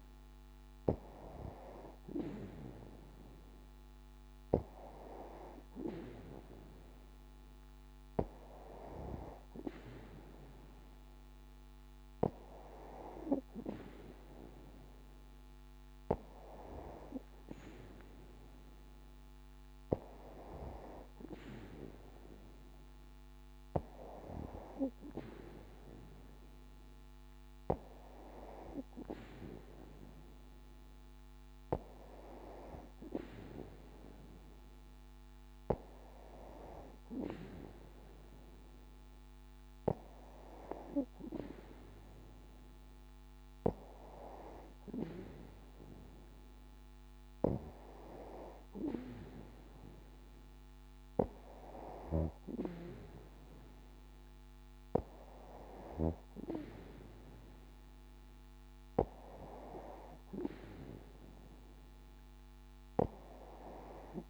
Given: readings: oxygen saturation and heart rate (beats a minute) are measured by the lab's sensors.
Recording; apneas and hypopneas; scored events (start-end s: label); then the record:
breathing in sleep by a microphone on the trachea; none
0.00-15.00 s: oxygen desaturation (device-marked, oxygen 92% lowest, heart rate 59 extreme)
From the record:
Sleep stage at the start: N2 (light sleep); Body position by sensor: on the back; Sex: female